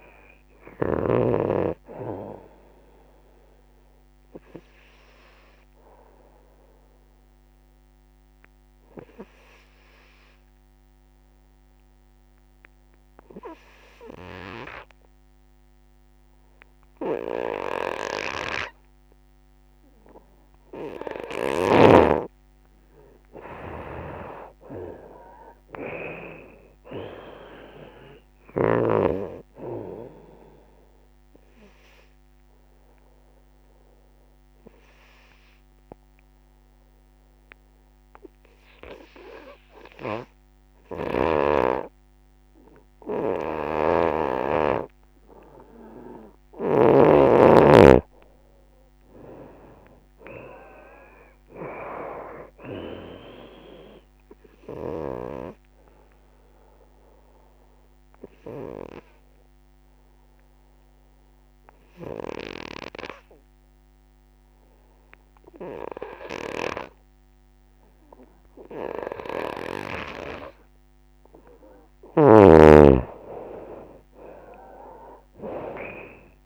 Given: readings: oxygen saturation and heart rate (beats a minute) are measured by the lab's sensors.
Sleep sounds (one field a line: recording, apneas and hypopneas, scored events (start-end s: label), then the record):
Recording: breathing in sleep by a microphone on the trachea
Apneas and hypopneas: 3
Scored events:
0.00-7.00 s: drop in pulse transit time (device-marked, heart rate 76 extreme)
0.00-17.00 s: oxygen desaturation (device-marked, oxygen 85% lowest, heart rate 65 extreme)
6.50-21.50 s: obstructive apnea (oxygen 96% before, 85% lowest, heart rate 80 before, 68 extreme, up 19 after)
23.00-34.00 s: drop in pulse transit time (device-marked, heart rate 75 before, 77 extreme)
23.00-47.00 s: oxygen desaturation (device-marked, oxygen 95% before, 85% lowest, heart rate 75 before, 68 extreme)
23.50-27.00 s: arousal
33.00-46.50 s: obstructive apnea (oxygen 95% before, 84% lowest, heart rate 80 before, 69 extreme, up 23 after)
48.00-52.00 s: arousal
48.00-59.00 s: drop in pulse transit time (device-marked, heart rate 78 before, 76 extreme)
49.00-70.00 s: oxygen desaturation (device-marked, oxygen 95% before, 87% lowest, heart rate 77 before, 65 extreme)
57.00-71.50 s: obstructive apnea (oxygen 95% before, 84% lowest, heart rate 80 before, 65 extreme, up 23 after)
70.00-72.00 s: long interval between heartbeats (device-marked, heart rate 79 before, 75 extreme)
73.00-76.46 s: arousal
73.00-76.46 s: drop in pulse transit time (device-marked, heart rate 77 before, 77 extreme)
From the record:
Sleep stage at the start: N2 (light sleep)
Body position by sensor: on the right side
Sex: female